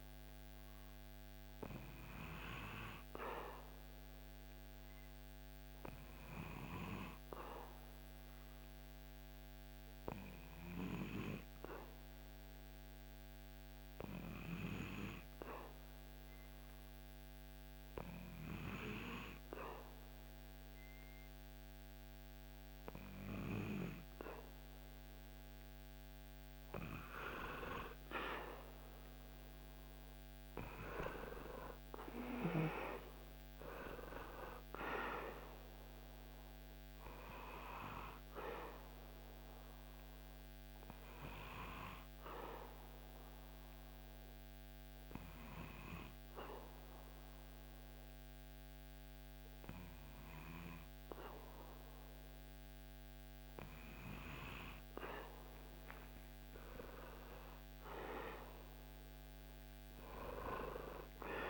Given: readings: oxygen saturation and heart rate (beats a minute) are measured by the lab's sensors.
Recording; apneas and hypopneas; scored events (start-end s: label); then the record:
breathing in sleep by a microphone on the trachea; 2
6.50-25.50 s: obstructive apnea (oxygen 98% before, 95% lowest, heart rate 73 before, 65 extreme, up 13 after)
27.00-32.00 s: arousal
41.00-54.00 s: obstructive apnea (oxygen 98% before, 95% lowest, heart rate 73 before, 69 extreme, up 12 after)
57.50-61.50 s: arousal
From the record:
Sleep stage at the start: N2 (light sleep); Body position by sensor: on the back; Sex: male